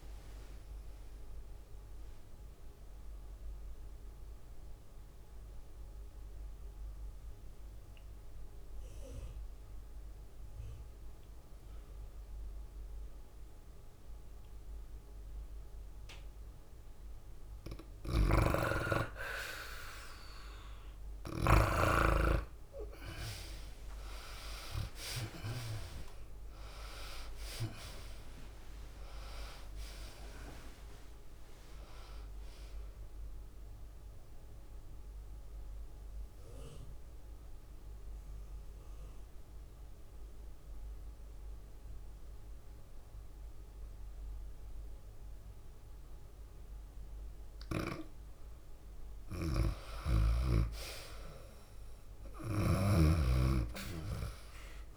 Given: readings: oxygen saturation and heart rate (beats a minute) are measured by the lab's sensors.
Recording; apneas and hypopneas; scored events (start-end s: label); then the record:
breathing in sleep by a room microphone; 2
0.00-6.00 s: drop in pulse transit time (device-marked, heart rate 108 extreme)
0.00-13.00 s: oxygen desaturation (device-marked, oxygen 74% lowest, heart rate 102 extreme)
0.00-49.00 s: tachycardia (device-marked, heart rate 167 extreme)
1.00-17.00 s: mixed apnea (oxygen 98% before, 74% lowest, heart rate 129 before, 102 extreme, up 48 after)
12.50-14.50 s: long interval between heartbeats (device-marked, heart rate 123 before, 110 extreme)
15.50-17.50 s: long interval between heartbeats (device-marked, heart rate 116 before, 117 extreme)
19.00-21.00 s: long interval between heartbeats (device-marked, heart rate 110 before, 147 extreme)
19.00-22.50 s: snoring (device-marked)
19.50-23.50 s: arousal
23.00-41.00 s: oxygen desaturation (device-marked, oxygen 99% before, 83% lowest, heart rate 117 before, 98 extreme)
25.50-27.50 s: long interval between heartbeats (device-marked, heart rate 121 before, 131 extreme)
26.00-39.00 s: drop in pulse transit time (device-marked, heart rate 122 before, 105 extreme)
35.00-49.50 s: mixed apnea (oxygen 99% before, 80% lowest)
45.50-47.50 s: long interval between heartbeats (device-marked, heart rate 113 before, 109 extreme)
50.00-53.50 s: snoring (device-marked)
51.00-53.00 s: long interval between heartbeats (device-marked, heart rate 107 before, 99 extreme)
51.00-54.97 s: oxygen desaturation (device-marked, oxygen 96% before, 84% lowest)
51.00-54.97 s: tachycardia (device-marked, heart rate 104 before, 142 extreme)
51.50-54.97 s: arousal
52.00-54.97 s: drop in pulse transit time (device-marked, heart rate 107 before, 98 extreme)
From the record:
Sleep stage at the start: N2 (light sleep); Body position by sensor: on the back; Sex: female